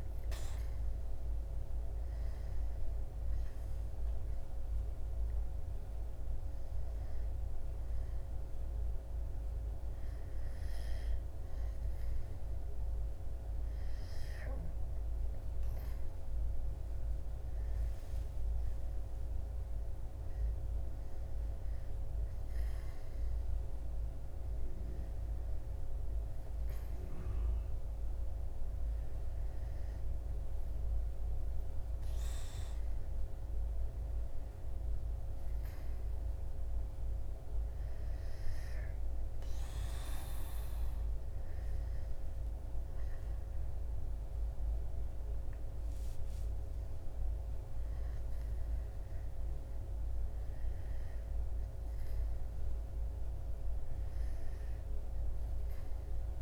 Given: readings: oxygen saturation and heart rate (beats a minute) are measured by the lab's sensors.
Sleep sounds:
breathing in sleep, hard to hear, by a room microphone; none
2.50-5.50 s: arousal
From the record:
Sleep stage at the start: N2 (light sleep); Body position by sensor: on the back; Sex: male

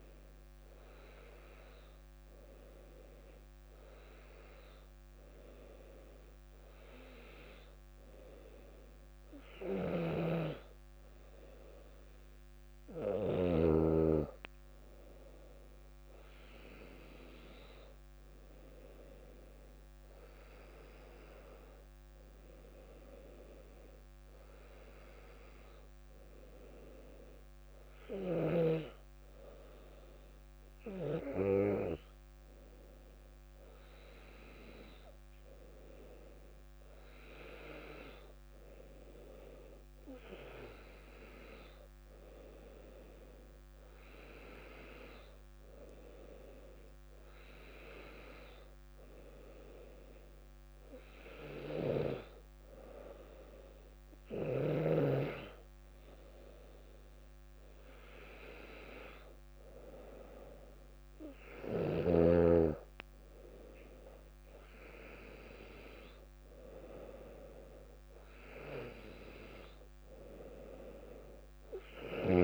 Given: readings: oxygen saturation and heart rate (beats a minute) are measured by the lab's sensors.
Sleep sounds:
breathing in sleep by a microphone on the trachea; none
10.00-14.00 s: snoring (device-marked)
From the record:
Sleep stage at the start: N2 (light sleep); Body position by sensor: on the back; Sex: female

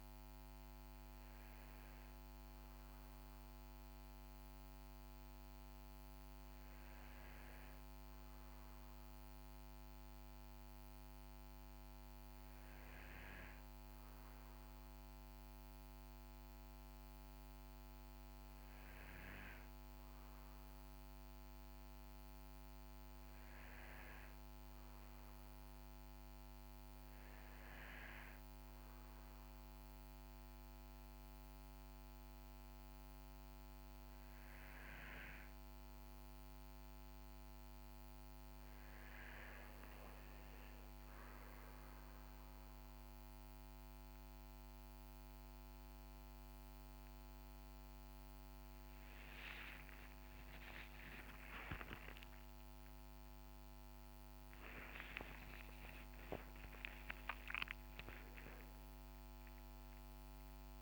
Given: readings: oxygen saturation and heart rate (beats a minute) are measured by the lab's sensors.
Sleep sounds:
breathing in sleep by a microphone on the trachea; 1
13.00-43.00 s: new sleep stage, N2 (light sleep)
21.00-25.00 s: arousal
28.50-38.50 s: mixed apnea (oxygen 96% before, 94% lowest, heart rate 60 before, 56 extreme, up 16 after)
43.00-60.82 s: new sleep stage, N1 (lightest sleep)
51.00-56.50 s: arousal
From the record:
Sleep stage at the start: REM sleep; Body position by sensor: on the back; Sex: male

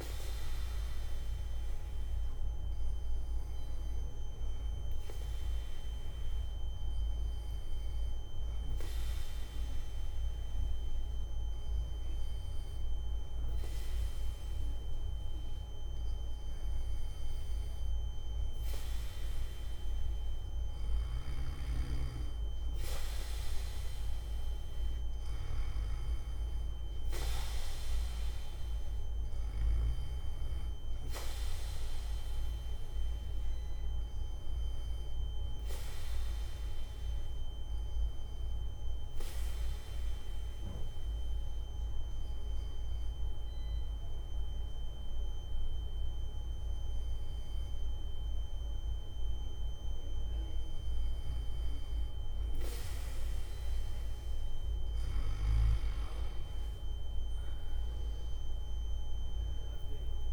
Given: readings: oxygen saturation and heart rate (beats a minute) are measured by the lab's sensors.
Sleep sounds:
breathing in sleep, hard to hear, by a room microphone; 1
36.00-50.50 s: obstructive apnea (oxygen 95% before, 93% lowest, heart rate 124 before, 82 extreme)
From the record:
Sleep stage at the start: N1 (lightest sleep); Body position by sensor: on the back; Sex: male

